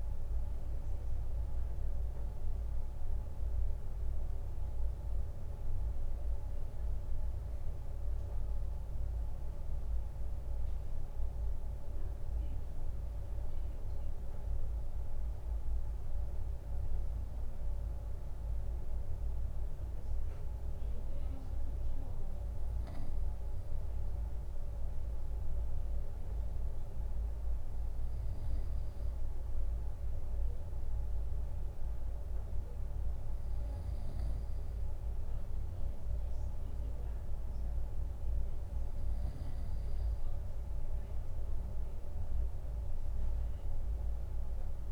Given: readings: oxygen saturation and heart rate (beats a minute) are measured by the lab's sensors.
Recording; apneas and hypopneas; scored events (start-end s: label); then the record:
breathing in sleep, hard to hear, by a room microphone; none
none scored
From the record:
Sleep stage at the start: N2 (light sleep); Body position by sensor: on the right side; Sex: male